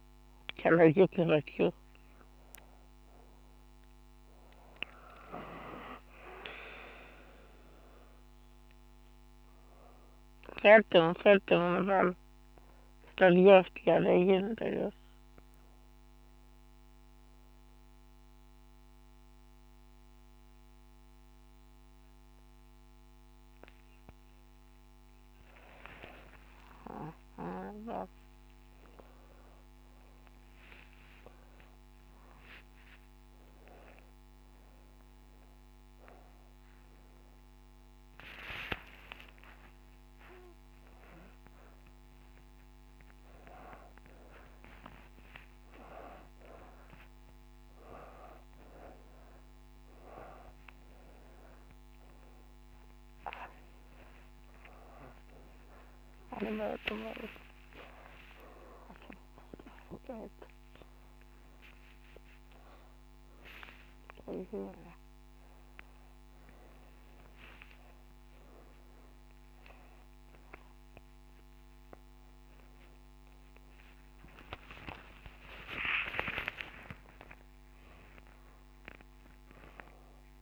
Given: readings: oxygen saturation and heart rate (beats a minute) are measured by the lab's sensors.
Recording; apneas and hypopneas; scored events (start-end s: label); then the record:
a person awake in a sleep study, by a microphone on the trachea; none
7.50-28.50 s: oxygen desaturation (device-marked, oxygen 95% before, 92% lowest, heart rate 81 before, 70 extreme)
47.50-55.50 s: oxygen desaturation (device-marked, oxygen 97% before, 94% lowest, heart rate 75 before, 84 extreme)
71.50-79.50 s: oxygen desaturation (device-marked, oxygen 99% before, 96% lowest, heart rate 86 before, 86 extreme)
75.50-79.50 s: tachycardia (device-marked, heart rate 82 before, 110 extreme)
From the record:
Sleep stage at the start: awake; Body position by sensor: on the back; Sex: female